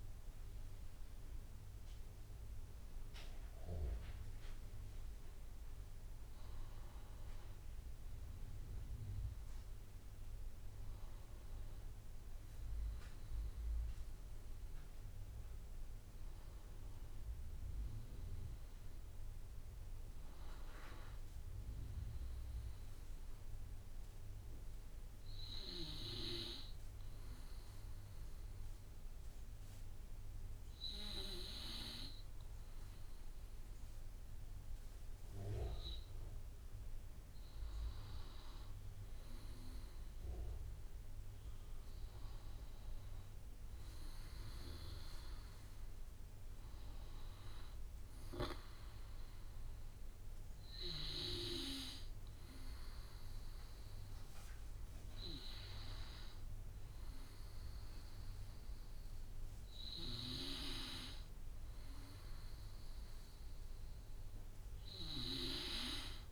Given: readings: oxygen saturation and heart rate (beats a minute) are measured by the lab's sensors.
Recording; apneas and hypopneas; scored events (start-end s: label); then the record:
breathing in sleep by a room microphone; none
34.50-53.50 s: oxygen desaturation (device-marked, oxygen 97% before, 94% lowest, heart rate 57 before, 55 extreme)
From the record:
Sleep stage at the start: N2 (light sleep); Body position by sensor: on the back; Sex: male